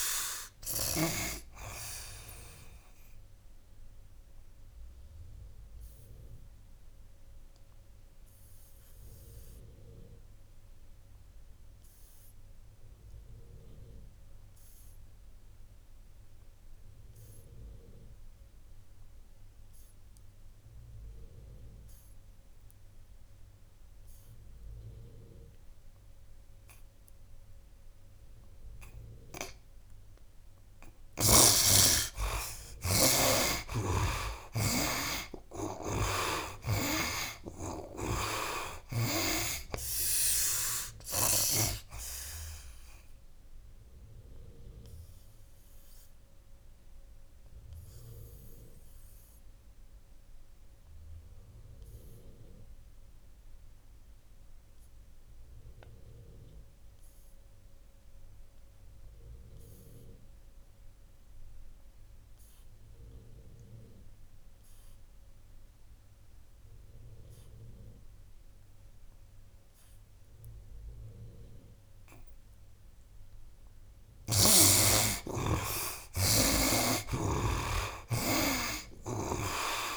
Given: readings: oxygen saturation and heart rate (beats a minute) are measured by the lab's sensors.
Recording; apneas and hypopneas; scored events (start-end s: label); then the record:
breathing in sleep by a room microphone; 2
0.00-1.00 s: snoring (device-marked)
0.00-24.00 s: oxygen desaturation (device-marked, oxygen 53% lowest, heart rate 66 extreme)
4.00-30.00 s: obstructive apnea (oxygen 73% before, 53% lowest, heart rate 81 before, 66 extreme, up 17 after)
31.00-60.00 s: oxygen desaturation (device-marked, oxygen 93% before, 59% lowest, heart rate 68 before, 67 extreme)
32.00-36.50 s: arousal
35.50-39.00 s: snoring (device-marked)
41.00-73.50 s: obstructive apnea (oxygen 93% before, 59% lowest, heart rate 76 before, 67 extreme, up 19 after)
62.00-79.97 s: oxygen desaturation (device-marked, oxygen 97% before, 61% lowest, heart rate 74 before, 65 extreme)
75.50-79.50 s: arousal
From the record:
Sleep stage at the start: N2 (light sleep); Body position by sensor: on the right side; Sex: male